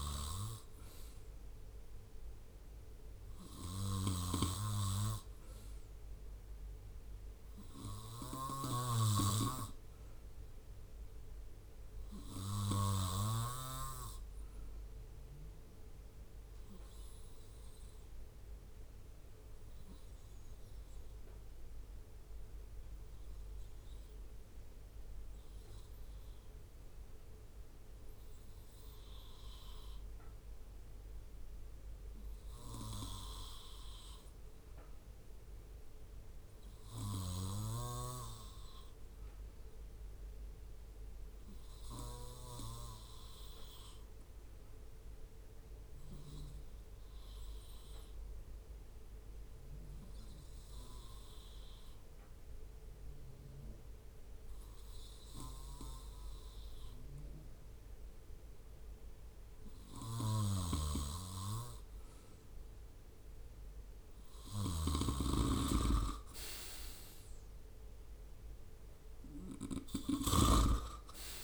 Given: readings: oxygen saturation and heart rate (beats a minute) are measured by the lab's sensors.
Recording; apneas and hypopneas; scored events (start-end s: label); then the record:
breathing in sleep by a room microphone; 1
0.00-1.50 s: arousal
16.00-35.00 s: oxygen desaturation (device-marked, oxygen 94% before, 91% lowest, heart rate 72 before, 67 extreme)
18.00-59.50 s: obstructive apnea (oxygen 96% before, 89% lowest, heart rate 72 before, 67 extreme, up 2 after)
61.00-64.50 s: arousal
64.00-71.44 s: snoring (device-marked)
From the record:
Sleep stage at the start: REM sleep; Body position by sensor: on the right side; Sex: male